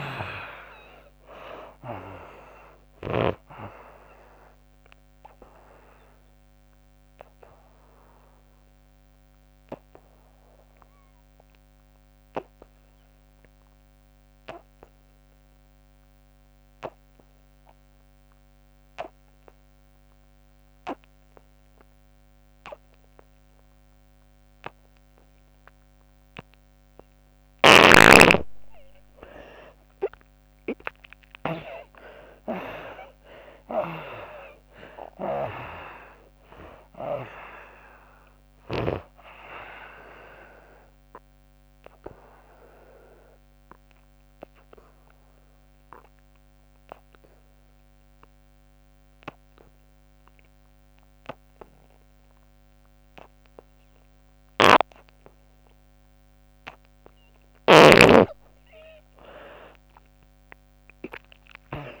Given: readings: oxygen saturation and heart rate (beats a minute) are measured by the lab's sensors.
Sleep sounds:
breathing in sleep by a microphone on the trachea; 2
0.00-1.50 s: arousal
1.50-19.50 s: oxygen desaturation (device-marked, oxygen 94% before, 76% lowest, heart rate 79 before, 64 extreme)
5.00-26.50 s: obstructive apnea (oxygen 98% before, 71% lowest, heart rate 79 before, 64 extreme, up 25 after)
26.50-55.50 s: oxygen desaturation (device-marked, oxygen 95% before, 71% lowest, heart rate 72 before, 67 extreme)
30.50-34.50 s: arousal
41.00-56.00 s: obstructive apnea (oxygen 95% before, 71% lowest, heart rate 81 before, 67 extreme, up 19 after)
59.00-62.00 s: arousal
From the record:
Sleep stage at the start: N2 (light sleep); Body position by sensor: on the back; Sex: female

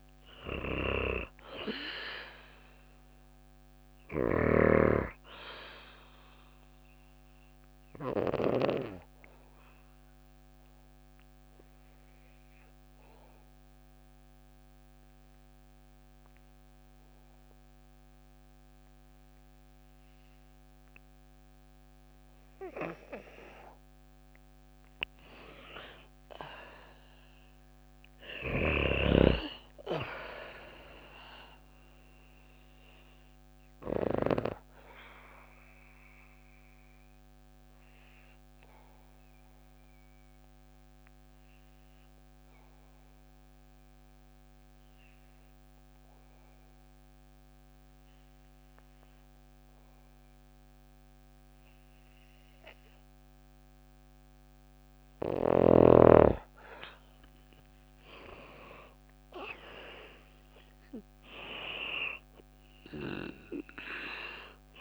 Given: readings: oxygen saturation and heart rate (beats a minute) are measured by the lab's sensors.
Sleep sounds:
breathing in sleep by a microphone on the trachea; 2
7.00-22.50 s: obstructive apnea (oxygen 97% before, 93% lowest, heart rate 56 before, 53 extreme, up 5 after)
25.50-30.00 s: arousal
32.50-52.00 s: obstructive apnea (oxygen 97% before, 93% lowest, heart rate 57 before, 53 extreme, up 5 after)
56.00-60.00 s: arousal
From the record:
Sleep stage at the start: N2 (light sleep); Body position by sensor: on the back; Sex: female

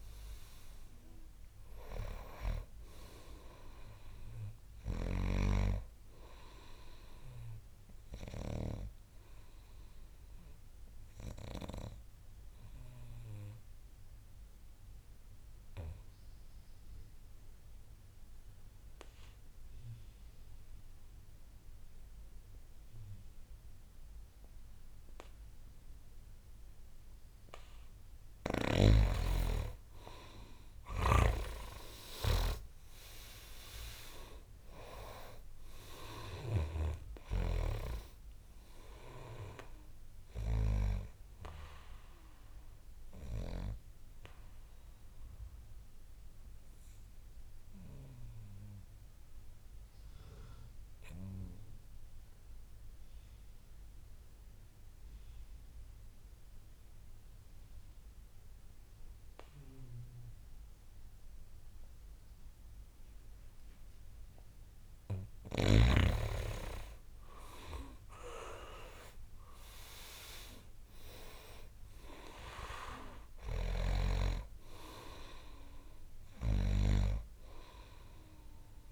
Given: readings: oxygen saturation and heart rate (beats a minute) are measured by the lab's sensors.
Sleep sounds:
breathing in sleep by a room microphone; 2
0.00-20.50 s: oxygen desaturation (device-marked, oxygen 87% lowest, heart rate 60 extreme)
8.50-27.50 s: obstructive apnea (oxygen 98% before, 85% lowest, heart rate 70 before, 57 extreme, up 9 after)
29.50-58.50 s: oxygen desaturation (device-marked, oxygen 99% before, 85% lowest, heart rate 64 before, 57 extreme)
30.00-34.00 s: arousal
31.00-37.00 s: snoring (device-marked)
45.00-64.50 s: obstructive apnea (oxygen 99% before, 82% lowest, heart rate 69 before, 58 extreme, up 19 after)
67.50-71.00 s: arousal
67.50-78.91 s: oxygen desaturation (device-marked, oxygen 99% before, 82% lowest, heart rate 66 before, 55 extreme)
From the record:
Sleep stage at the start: N2 (light sleep); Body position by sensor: on the back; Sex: male

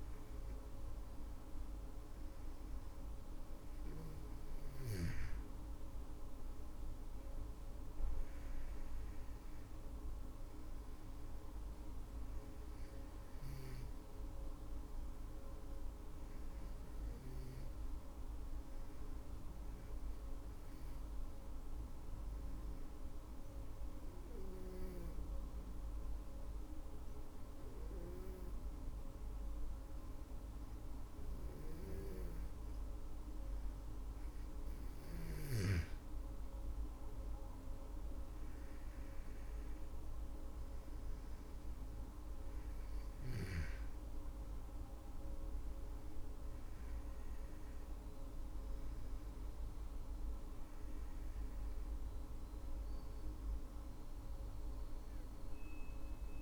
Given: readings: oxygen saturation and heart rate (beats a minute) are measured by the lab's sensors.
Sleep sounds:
breathing in sleep, hard to hear, by a room microphone; 1
19.00-32.00 s: obstructive apnea (oxygen 98% before, 96% lowest, heart rate 62 before, 52 extreme, up 17 after)
33.50-37.50 s: arousal
From the record:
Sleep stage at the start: N2 (light sleep); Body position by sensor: on the back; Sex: female

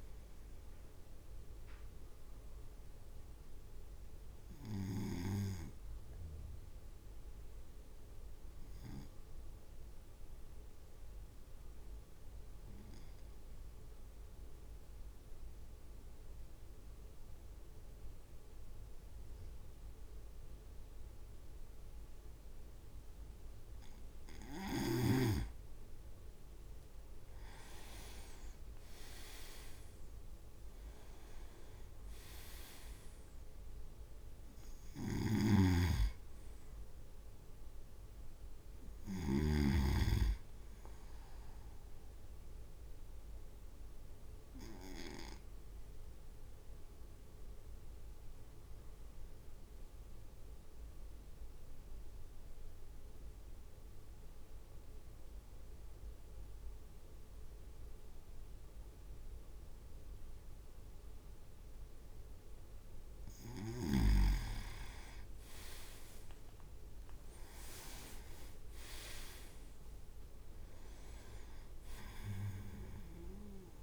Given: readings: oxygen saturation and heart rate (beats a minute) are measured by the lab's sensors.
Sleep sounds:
breathing in sleep by a room microphone; 2
1.00-23.50 s: obstructive apnea (oxygen 99% before, 95% lowest, heart rate 58 before, 52 extreme, up 6 after)
28.50-32.50 s: arousal
28.50-40.50 s: drop in pulse transit time (device-marked, heart rate 54 before, 54 extreme)
29.00-30.50 s: leg movement (device-marked)
35.00-39.50 s: snoring (device-marked)
43.50-62.50 s: obstructive apnea (oxygen 99% before, 96% lowest, heart rate 56 before, 51 extreme, up 6 after)
65.00-69.00 s: arousal
66.50-73.83 s: drop in pulse transit time (device-marked, heart rate 54 before, 55 extreme)
67.00-68.50 s: leg movement (device-marked)
69.00-70.00 s: leg movement (device-marked)
From the record:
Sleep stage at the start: N2 (light sleep); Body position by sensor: on the right side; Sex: male

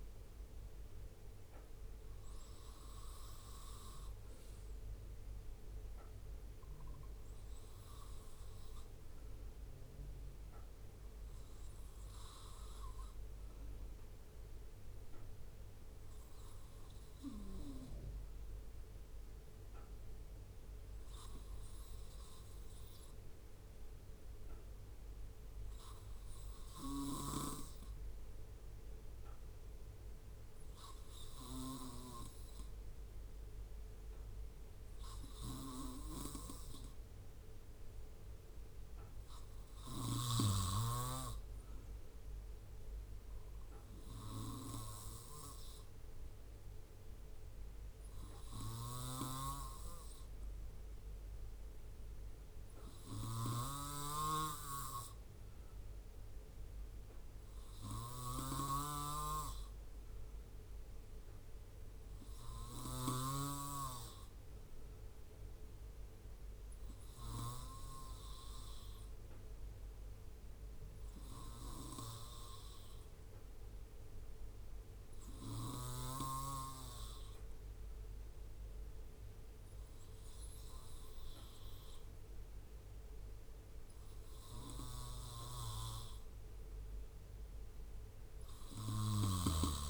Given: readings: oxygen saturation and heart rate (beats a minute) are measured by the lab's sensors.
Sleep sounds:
breathing in sleep by a room microphone; 1
1.00-19.00 s: oxygen desaturation (device-marked, oxygen 93% before, 86% lowest, heart rate 73 before, 67 extreme)
6.00-89.90 s: new sleep stage, REM sleep
17.00-85.50 s: obstructive apnea (oxygen 95% before, 91% lowest, heart rate 68 before, 66 extreme, up 2 after)
88.00-89.90 s: arousal
From the record:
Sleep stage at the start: N2 (light sleep); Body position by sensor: on the right side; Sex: male

